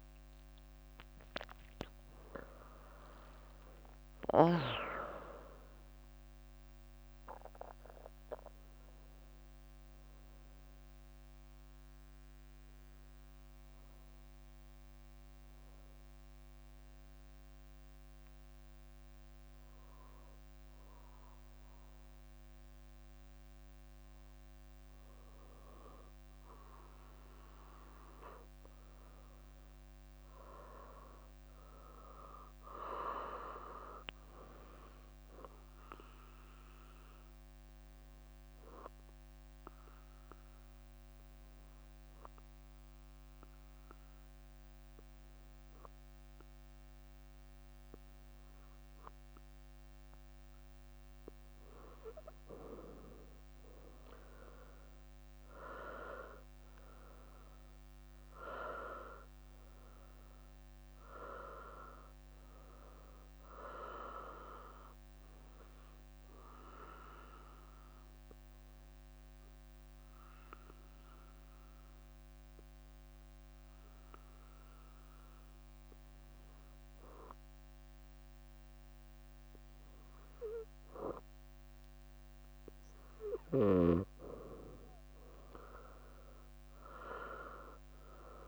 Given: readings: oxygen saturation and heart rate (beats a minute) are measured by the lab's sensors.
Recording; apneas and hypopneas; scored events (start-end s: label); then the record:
breathing in sleep by a microphone on the trachea; 3
0.00-23.50 s: oxygen desaturation (device-marked, oxygen 92% lowest, heart rate 61 extreme)
9.00-10.50 s: leg movement (device-marked)
12.00-22.00 s: obstructive apnea (oxygen 97% before, 92% lowest, heart rate 74 before, 61 extreme, up 4 after)
25.50-30.00 s: arousal
28.50-88.47 s: new sleep stage, N2 (light sleep)
39.50-50.50 s: obstructive apnea (oxygen 99% before, 94% lowest, heart rate 64 before, 57 extreme, up 10 after)
53.50-57.00 s: arousal
54.50-61.00 s: leg movement (device-marked)
55.50-76.50 s: oxygen desaturation (device-marked, oxygen 98% before, 94% lowest, heart rate 63 before, 57 extreme)
61.50-72.00 s: leg movement (device-marked)
66.00-77.00 s: obstructive apnea (oxygen 98% before, 94% lowest, heart rate 67 before, 57 extreme, up 10 after)
66.50-72.50 s: bradycardia (device-marked, heart rate 67 before, 57 extreme)
78.50-82.50 s: arousal
79.50-80.50 s: leg movement (device-marked)
83.00-88.47 s: leg movement (device-marked)
From the record:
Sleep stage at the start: N1 (lightest sleep); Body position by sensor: on the right side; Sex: female